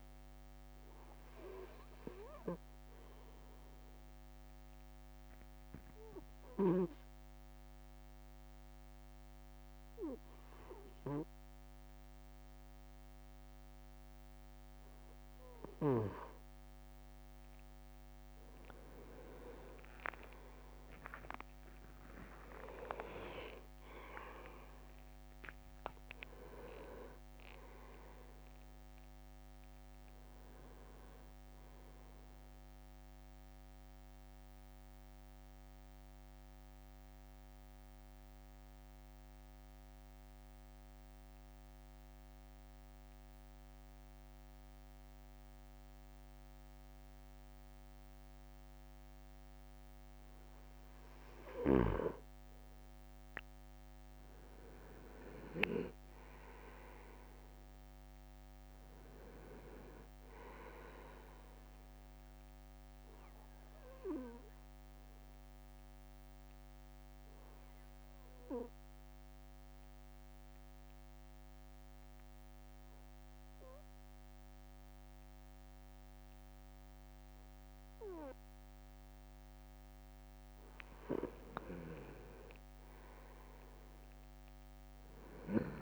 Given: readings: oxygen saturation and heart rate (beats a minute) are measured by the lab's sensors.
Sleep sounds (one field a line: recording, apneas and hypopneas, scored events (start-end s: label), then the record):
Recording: breathing in sleep by a microphone on the trachea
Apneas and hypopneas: 3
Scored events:
2.00-16.50 s: obstructive apnea (oxygen 98% before, 96% lowest, heart rate 56 before, 51 extreme, up 10 after)
13.50-15.00 s: leg movement (device-marked)
17.00-18.00 s: leg movement (device-marked)
19.00-22.00 s: arousal
24.00-35.00 s: drop in pulse transit time (device-marked, heart rate 55 before, 62 extreme)
24.50-29.00 s: leg movement (device-marked)
34.00-50.00 s: central apnea (oxygen 98% before, 96% lowest, heart rate 62 before, 51 extreme, up 6 after)
52.00-55.50 s: arousal
52.50-53.50 s: leg movement (device-marked)
62.50-80.00 s: obstructive apnea (oxygen 99% before, 96% lowest, heart rate 55 before, 50 extreme, up 4 after)
81.50-85.50 s: arousal
82.00-83.50 s: leg movement (device-marked)
From the record:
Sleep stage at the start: N2 (light sleep)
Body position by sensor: on the right side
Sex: male